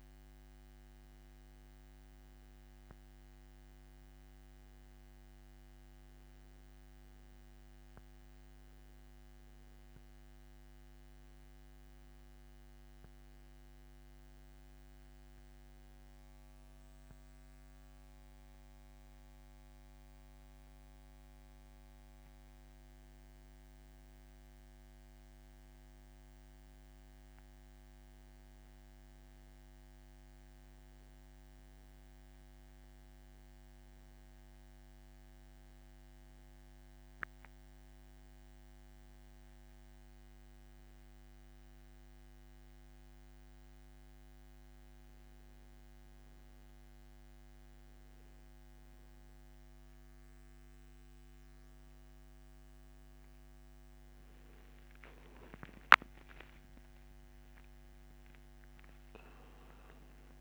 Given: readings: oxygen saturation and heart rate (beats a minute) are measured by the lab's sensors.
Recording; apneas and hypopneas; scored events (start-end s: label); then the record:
breathing in sleep, hard to hear, by a microphone on the trachea; none
56.50-60.41 s: arousal
From the record:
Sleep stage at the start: N2 (light sleep); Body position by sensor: on the back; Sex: male